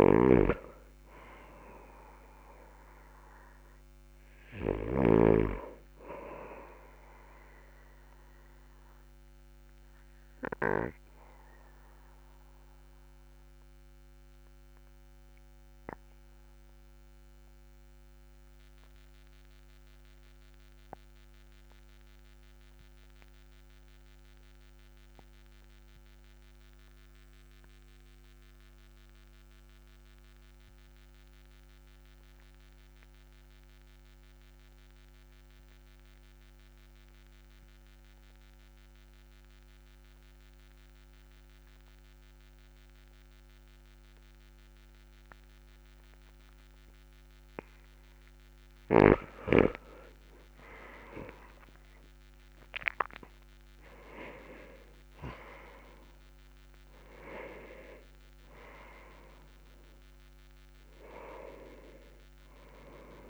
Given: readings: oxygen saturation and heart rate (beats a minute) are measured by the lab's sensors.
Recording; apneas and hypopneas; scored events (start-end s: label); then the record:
breathing in sleep by a microphone on the trachea; 1
8.50-47.50 s: obstructive apnea (oxygen 99% before, 88% lowest, heart rate 49 before, 38 extreme, up 11 after)
50.50-55.50 s: arousal
From the record:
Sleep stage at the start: N2 (light sleep); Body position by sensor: on the back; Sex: male